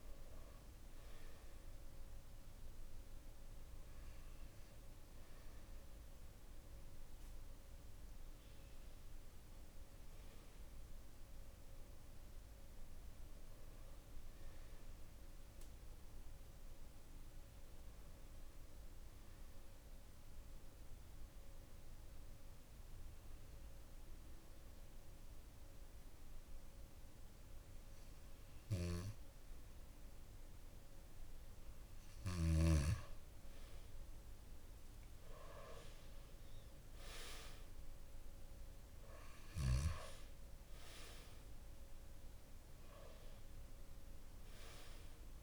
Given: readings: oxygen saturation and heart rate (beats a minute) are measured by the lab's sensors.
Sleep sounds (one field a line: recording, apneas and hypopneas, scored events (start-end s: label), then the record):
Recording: breathing in sleep by a room microphone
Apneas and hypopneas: 1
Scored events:
10.50-14.50 s: arousal
18.50-29.50 s: obstructive apnea (oxygen 96% before, 91% lowest, heart rate 58 before, 55 extreme, up 7 after)
30.00-34.00 s: arousal
33.00-45.43 s: oxygen desaturation (device-marked, oxygen 95% before, 91% lowest, heart rate 56 before, 54 extreme)
From the record:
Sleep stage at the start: N2 (light sleep)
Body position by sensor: on the back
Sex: male